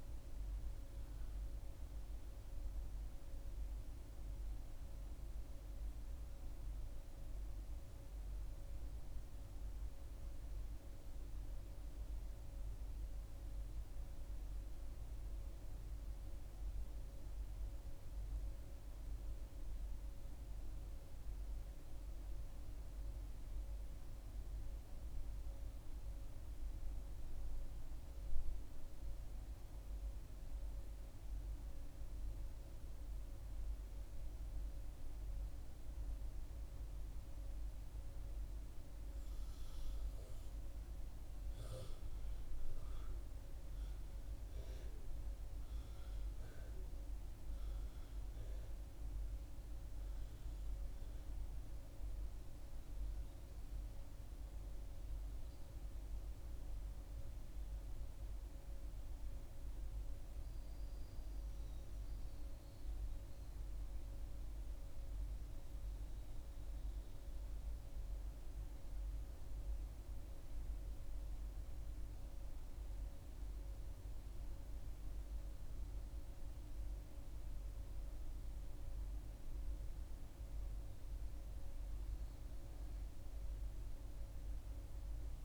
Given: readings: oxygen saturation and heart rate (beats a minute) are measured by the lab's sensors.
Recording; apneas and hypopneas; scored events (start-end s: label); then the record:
a person partly awake in a sleep study, hard to hear, by a room microphone; 1
32.00-62.00 s: new sleep stage, N1 (lightest sleep)
54.50-69.50 s: hypopnea (oxygen 97% before, 93% lowest, heart rate 72 before, 66 extreme, up 5 after)
62.00-85.45 s: new sleep stage, N2 (light sleep)
71.00-74.50 s: arousal
From the record:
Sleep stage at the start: awake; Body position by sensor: on the back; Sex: female